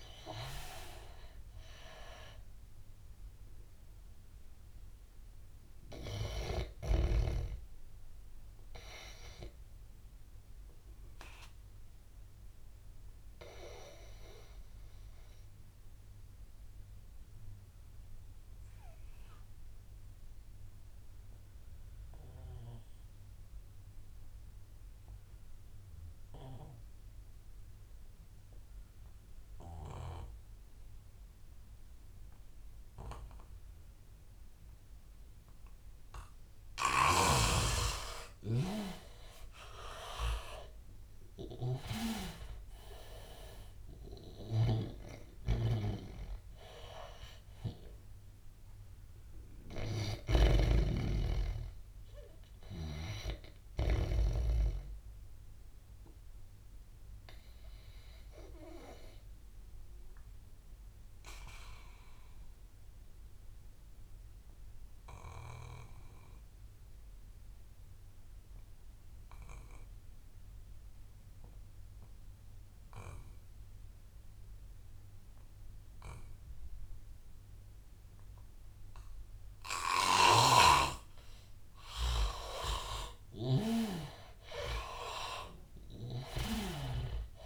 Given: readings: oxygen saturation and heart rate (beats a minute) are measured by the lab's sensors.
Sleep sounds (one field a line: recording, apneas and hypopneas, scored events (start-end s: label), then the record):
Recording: breathing in sleep by a room microphone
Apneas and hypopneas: 2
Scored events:
0.00-22.50 s: oxygen desaturation (device-marked, oxygen 79% lowest, heart rate 76 extreme)
3.50-36.00 s: obstructive apnea (oxygen 98% before, 79% lowest, heart rate 82 before, 76 extreme, up 13 after)
31.50-63.50 s: oxygen desaturation (device-marked, oxygen 99% before, 81% lowest, heart rate 82 before, 81 extreme)
39.00-43.50 s: arousal
45.00-54.00 s: snoring (device-marked)
53.50-82.00 s: obstructive apnea (oxygen 99% before, 81% lowest, heart rate 90 before, 81 extreme, up 8 after)
76.50-87.46 s: oxygen desaturation (device-marked, oxygen 99% before, 82% lowest, heart rate 86 before, 70 extreme)
80.00-87.46 s: snoring (device-marked)
83.50-87.46 s: arousal
From the record:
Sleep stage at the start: N2 (light sleep)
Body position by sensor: on the back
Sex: male